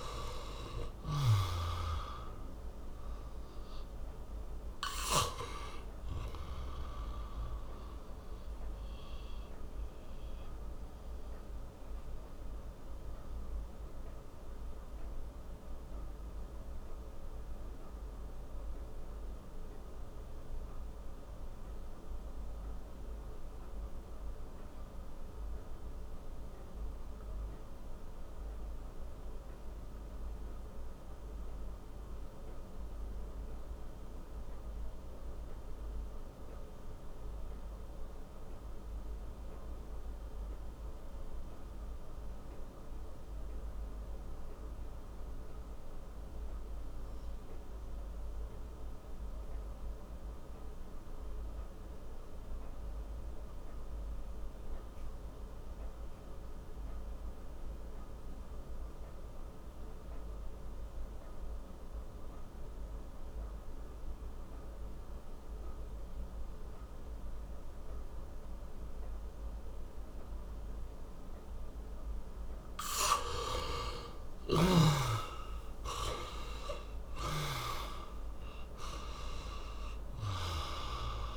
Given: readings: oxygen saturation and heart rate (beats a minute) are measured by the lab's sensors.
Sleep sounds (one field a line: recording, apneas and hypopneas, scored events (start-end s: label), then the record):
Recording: breathing in sleep by a room microphone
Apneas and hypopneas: 1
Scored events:
0.00-1.00 s: arousal
0.00-28.00 s: oxygen desaturation (device-marked, oxygen 61% lowest)
10.00-71.50 s: mixed apnea (oxygen 80% before, 60% lowest)
39.00-81.37 s: oxygen desaturation (device-marked, oxygen 100% before, 60% lowest)
73.50-77.50 s: arousal
From the record:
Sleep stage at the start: REM sleep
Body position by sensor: on the back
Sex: male